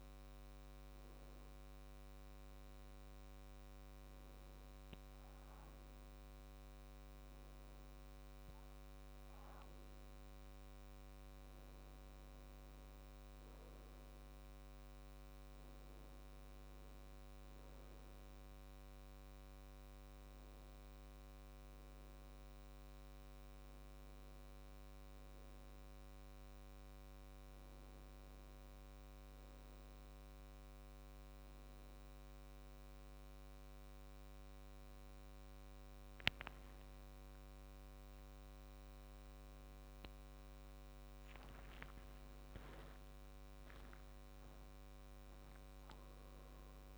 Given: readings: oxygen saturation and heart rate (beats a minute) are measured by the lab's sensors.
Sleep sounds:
a person partly awake in a sleep study, hard to hear, by a microphone on the trachea; none
0.00-7.00 s: oxygen desaturation (device-marked, oxygen 92% lowest, heart rate 74 extreme)
31.00-46.98 s: new sleep stage, awake
From the record:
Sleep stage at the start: N2 (light sleep); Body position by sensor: on the back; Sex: male

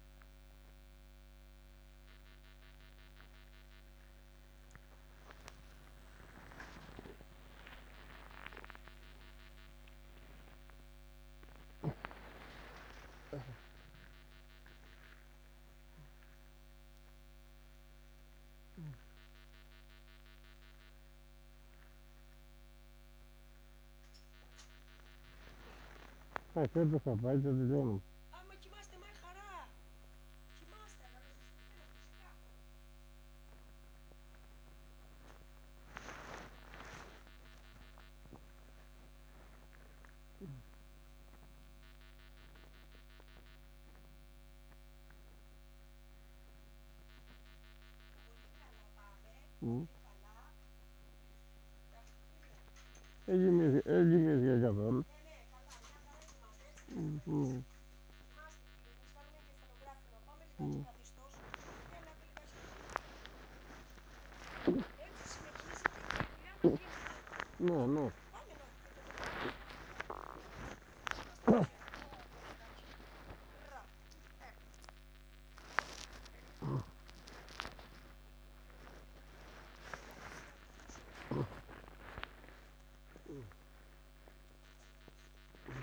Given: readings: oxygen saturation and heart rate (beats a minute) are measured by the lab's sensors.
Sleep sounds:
a person awake in a sleep study, by a microphone on the trachea; none
19.50-27.50 s: oxygen desaturation (device-marked, oxygen 95% before, 92% lowest, heart rate 77 before, 64 extreme)
53.50-61.50 s: snoring (device-marked)
From the record:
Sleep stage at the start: awake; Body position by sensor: on the back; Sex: male

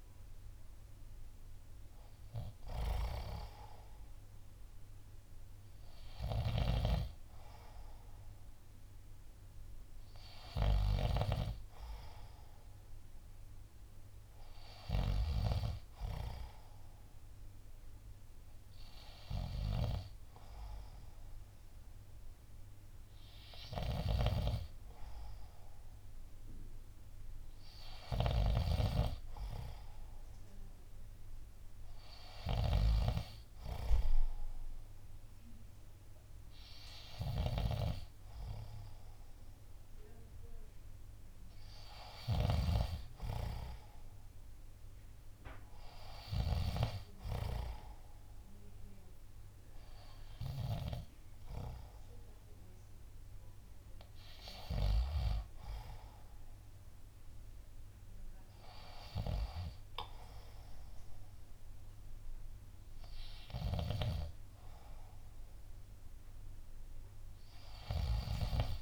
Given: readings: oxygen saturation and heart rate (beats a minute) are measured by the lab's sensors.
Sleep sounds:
breathing in sleep by a room microphone; none
0.00-5.00 s: drop in pulse transit time (device-marked, heart rate 68 extreme)
4.00-18.00 s: oxygen desaturation (device-marked, oxygen 92% before, 87% lowest, heart rate 68 before, 66 extreme)
6.50-15.50 s: snoring (device-marked)
14.00-68.82 s: new sleep stage, N3 (deep sleep)
24.00-43.00 s: snoring (device-marked)
From the record:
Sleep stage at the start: N2 (light sleep); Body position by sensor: on the left side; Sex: male

